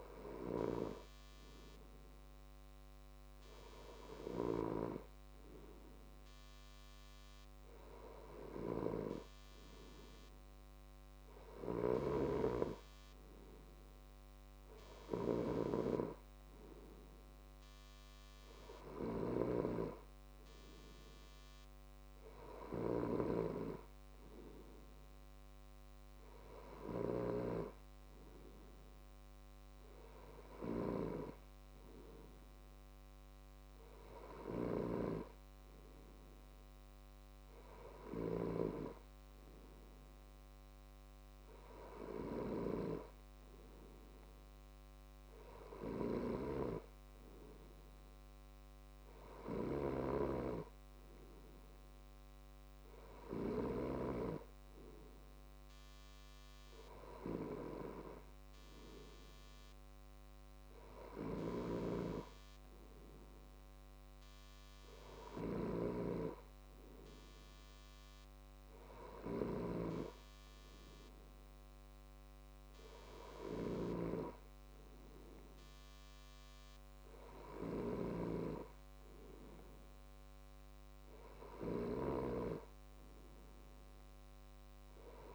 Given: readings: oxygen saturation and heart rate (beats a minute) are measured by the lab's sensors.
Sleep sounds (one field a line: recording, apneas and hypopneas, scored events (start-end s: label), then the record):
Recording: breathing in sleep by a microphone on the trachea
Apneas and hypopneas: none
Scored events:
none scored
From the record:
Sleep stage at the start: N2 (light sleep)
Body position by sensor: on the left side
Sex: male